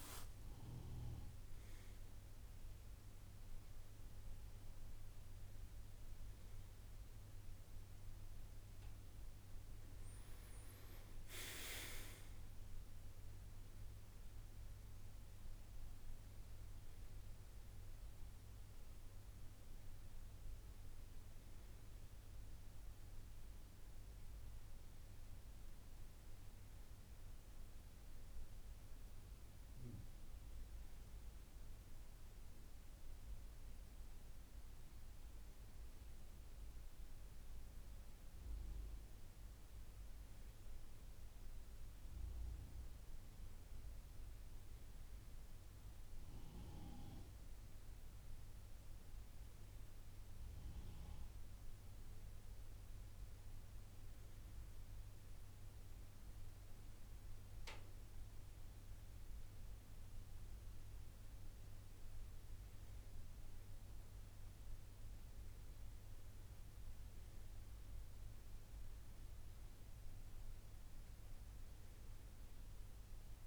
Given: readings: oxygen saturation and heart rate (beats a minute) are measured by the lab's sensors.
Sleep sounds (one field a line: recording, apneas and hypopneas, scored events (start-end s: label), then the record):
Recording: breathing in sleep, hard to hear, by a room microphone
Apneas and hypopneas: none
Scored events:
none scored
From the record:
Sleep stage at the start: N2 (light sleep)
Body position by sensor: on the right side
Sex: male